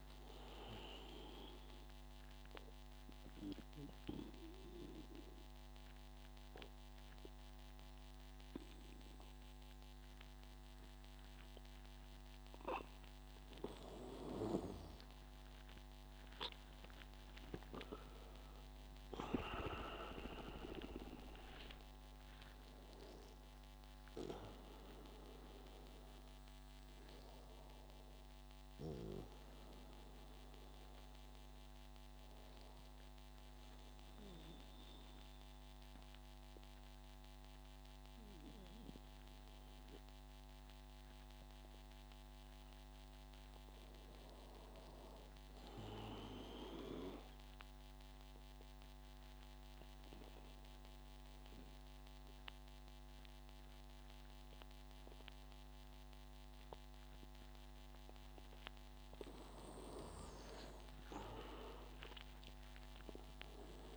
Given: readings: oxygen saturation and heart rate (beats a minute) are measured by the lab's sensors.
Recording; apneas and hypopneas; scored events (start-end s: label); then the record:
breathing in sleep by a microphone on the trachea; 3
0.00-12.50 s: oxygen desaturation (device-marked, oxygen 92% lowest, heart rate 83 extreme)
2.00-14.50 s: obstructive apnea (oxygen 97% before, 92% lowest, heart rate 89 before, 81 extreme, up 9 after)
16.00-21.00 s: arousal
18.50-28.50 s: oxygen desaturation (device-marked, oxygen 96% before, 92% lowest, heart rate 86 before, 79 extreme)
31.50-43.50 s: obstructive apnea (oxygen 96% before, 91% lowest, heart rate 88 before, 79 extreme, up 10 after)
45.00-47.50 s: arousal
49.50-59.50 s: obstructive apnea (oxygen 99% before, 91% lowest, heart rate 85 before, 83 extreme, up 12 after)
61.50-63.97 s: arousal
From the record:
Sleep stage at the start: N2 (light sleep); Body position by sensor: on the back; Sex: male